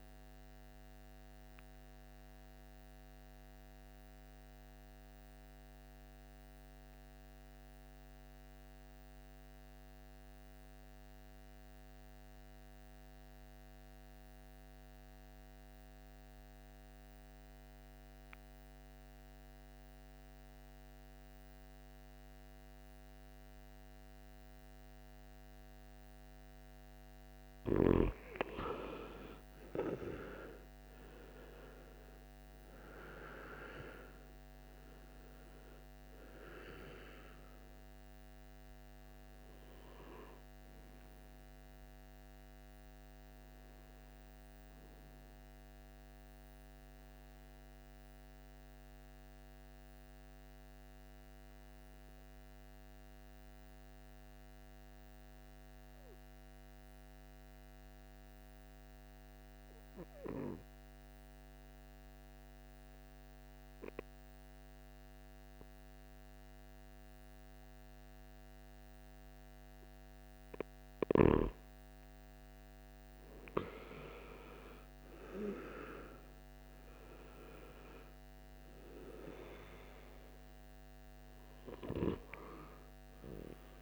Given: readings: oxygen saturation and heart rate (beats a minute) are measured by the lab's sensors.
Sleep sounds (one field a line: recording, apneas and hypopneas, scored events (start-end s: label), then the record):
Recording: breathing in sleep by a microphone on the trachea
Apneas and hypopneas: 2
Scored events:
0.00-5.50 s: oxygen desaturation (device-marked, oxygen 90% lowest, heart rate 56 extreme)
4.00-25.50 s: obstructive apnea (oxygen 95% before, 87% lowest, heart rate 66 before, 56 extreme, up 12 after)
23.50-52.50 s: oxygen desaturation (device-marked, oxygen 98% before, 87% lowest, heart rate 58 before, 53 extreme)
28.00-32.00 s: arousal
48.50-69.50 s: obstructive apnea (oxygen 97% before, 89% lowest, heart rate 65 before, 53 extreme, up 11 after)
70.50-83.82 s: oxygen desaturation (device-marked, oxygen 98% before, 89% lowest, heart rate 56 before, 56 extreme)
71.50-74.50 s: arousal
From the record:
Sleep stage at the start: N2 (light sleep)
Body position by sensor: on the right side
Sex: male